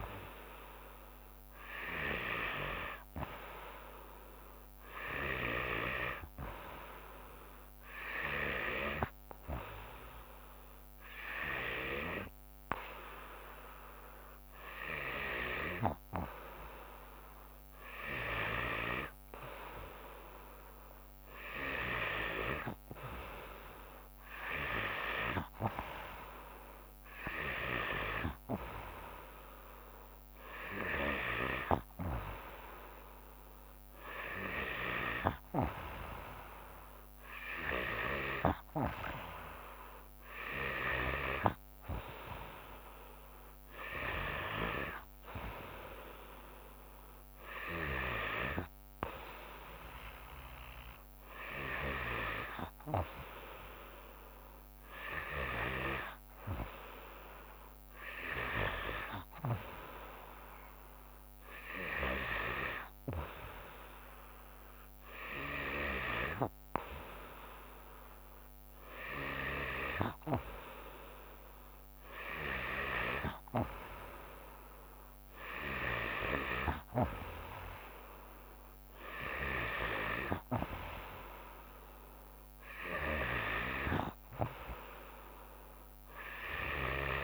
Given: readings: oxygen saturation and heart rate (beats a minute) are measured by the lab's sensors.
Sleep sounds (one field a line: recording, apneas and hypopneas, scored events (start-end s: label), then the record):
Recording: breathing in sleep by a microphone on the trachea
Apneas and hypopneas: none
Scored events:
83.00-87.00 s: snoring (device-marked)
From the record:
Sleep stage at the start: N3 (deep sleep)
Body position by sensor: on the back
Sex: female